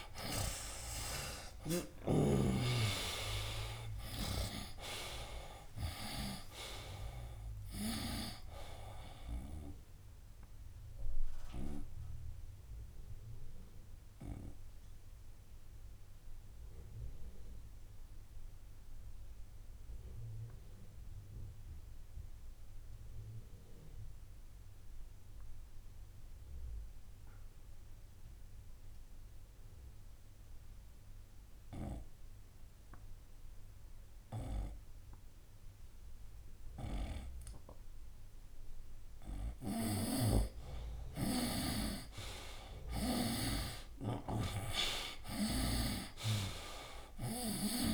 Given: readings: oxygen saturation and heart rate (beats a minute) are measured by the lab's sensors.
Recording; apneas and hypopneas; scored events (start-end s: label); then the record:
breathing in sleep by a room microphone; 1
0.00-2.00 s: snoring (device-marked)
0.50-5.00 s: arousal
1.50-30.50 s: oxygen desaturation (device-marked, oxygen 97% before, 83% lowest, heart rate 65 before, 66 extreme)
2.50-8.50 s: tachycardia (device-marked, heart rate 70 before, 113 extreme)
5.50-7.50 s: long interval between heartbeats (device-marked, heart rate 68 before, 101 extreme)
11.00-38.50 s: obstructive apnea (oxygen 97% before, 83% lowest, heart rate 80 before, 64 extreme, up 9 after)
38.50-47.94 s: oxygen desaturation (device-marked, oxygen 99% before, 83% lowest, heart rate 68 before, 62 extreme)
39.50-47.50 s: snoring (device-marked)
41.00-45.00 s: arousal
From the record:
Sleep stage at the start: N2 (light sleep); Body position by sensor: on the right side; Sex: male